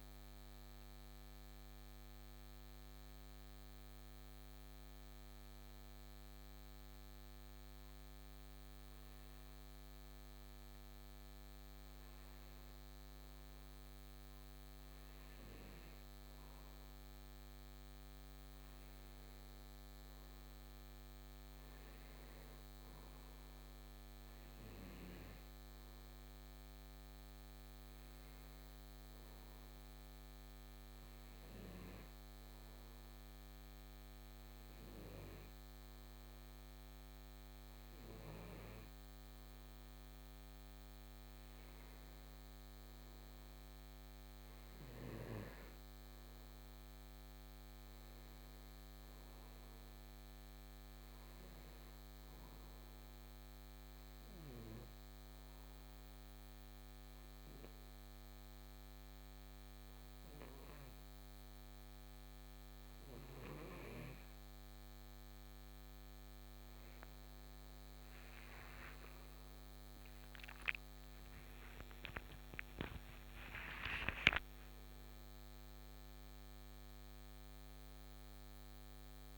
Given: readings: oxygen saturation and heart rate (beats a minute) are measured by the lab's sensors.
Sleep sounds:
breathing in sleep, hard to hear, by a microphone on the trachea; 3
5.50-20.50 s: hypopnea (oxygen 93% before, 89% lowest, heart rate 75 before, 64 extreme, up 3 after)
20.50-34.50 s: oxygen desaturation (device-marked, oxygen 93% before, 90% lowest, heart rate 64 before, 65 extreme)
23.00-27.50 s: arousal
31.00-43.00 s: hypopnea (oxygen 93% before, 89% lowest, heart rate 65 before, 65 extreme, up 4 after)
45.50-50.00 s: arousal
55.50-67.50 s: hypopnea (oxygen 92% before, 89% lowest, heart rate 68 before, 61 extreme)
68.50-73.50 s: arousal
71.50-79.38 s: oxygen desaturation (device-marked, oxygen 93% before, 89% lowest, heart rate 71 before, 60 extreme)
From the record:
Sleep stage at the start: N2 (light sleep); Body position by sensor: on the right side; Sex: male

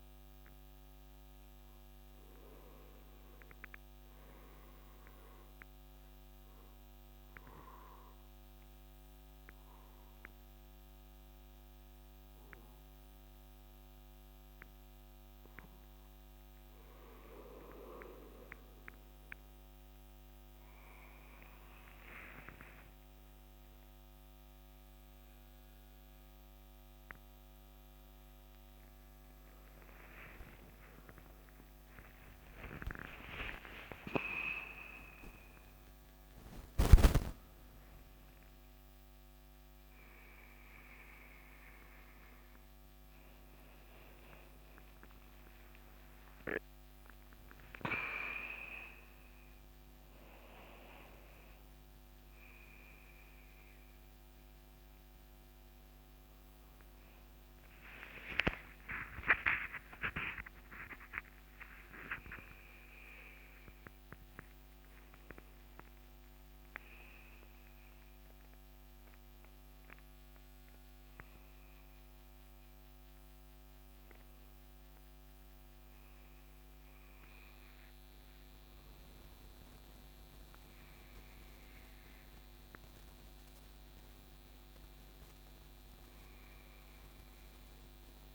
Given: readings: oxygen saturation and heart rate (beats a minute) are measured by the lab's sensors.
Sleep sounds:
a person awake in a sleep study, by a microphone on the trachea; 1
4.00-18.00 s: obstructive apnea (oxygen 96% before, 91% lowest, heart rate 74 before, 58 extreme, up 3 after)
26.50-40.50 s: oxygen desaturation (device-marked, oxygen 96% before, 91% lowest, heart rate 67 before, 71 extreme)
37.50-88.34 s: new sleep stage, awake
42.50-49.50 s: oxygen desaturation (device-marked, oxygen 95% before, 92% lowest, heart rate 74 before, 71 extreme)
From the record:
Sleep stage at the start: N2 (light sleep); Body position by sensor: on the right side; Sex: male

